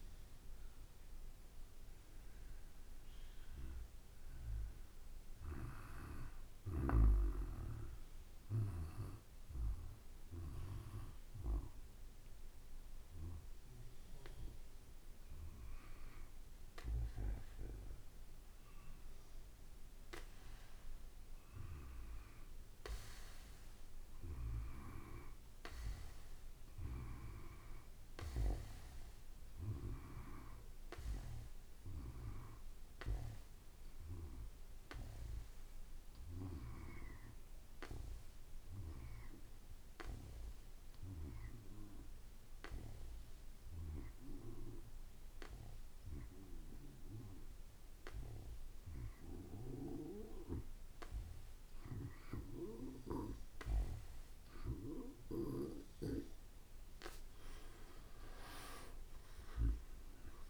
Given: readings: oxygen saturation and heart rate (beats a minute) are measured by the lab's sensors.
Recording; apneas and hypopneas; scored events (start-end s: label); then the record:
breathing in sleep by a room microphone; 2
7.00-17.50 s: hypopnea (oxygen 95% before, 88% lowest, heart rate 57 before, 55 extreme, up 1 after)
19.50-23.50 s: arousal
32.50-50.00 s: obstructive apnea (oxygen 95% before, 88% lowest, heart rate 57 before, 55 extreme, up 4 after)
51.50-54.50 s: arousal
52.00-60.49 s: oxygen desaturation (device-marked, oxygen 93% before, 88% lowest, heart rate 56 before, 53 extreme)
58.00-60.49 s: drop in pulse transit time (device-marked, heart rate 56 before, 59 extreme)
From the record:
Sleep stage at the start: N2 (light sleep); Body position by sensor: on the back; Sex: male